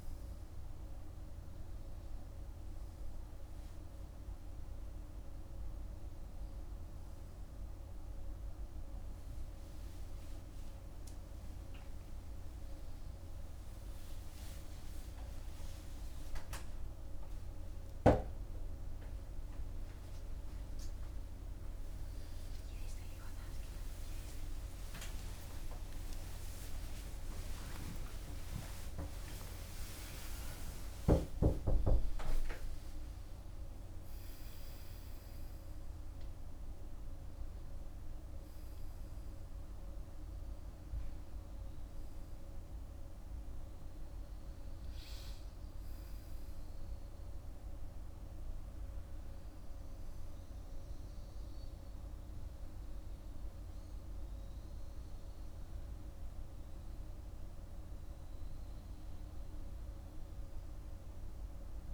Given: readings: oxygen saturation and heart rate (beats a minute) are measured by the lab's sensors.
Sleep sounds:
breathing in sleep by a room microphone; none
22.50-29.50 s: arousal
22.50-32.50 s: tachycardia (device-marked, heart rate 53 before, 170 extreme)
27.50-61.94 s: new sleep stage, N2 (light sleep)
From the record:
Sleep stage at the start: N3 (deep sleep); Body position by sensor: on the back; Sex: male

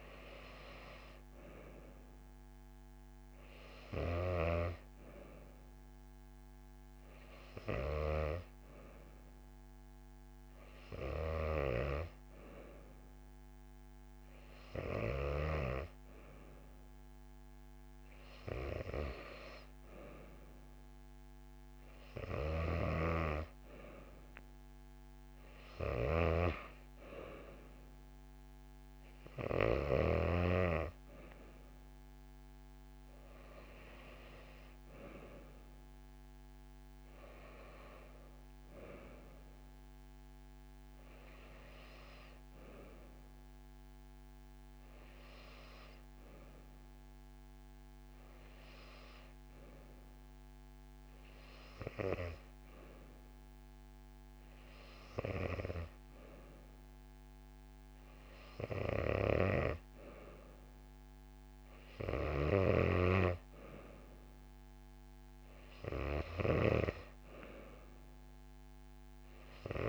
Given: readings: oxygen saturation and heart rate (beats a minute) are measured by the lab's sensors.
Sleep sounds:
breathing in sleep by a microphone on the trachea; none
4.00-15.50 s: snoring (device-marked)
22.00-30.00 s: snoring (device-marked)
62.00-69.89 s: snoring (device-marked)
From the record:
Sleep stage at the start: N2 (light sleep); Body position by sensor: on the back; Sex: female

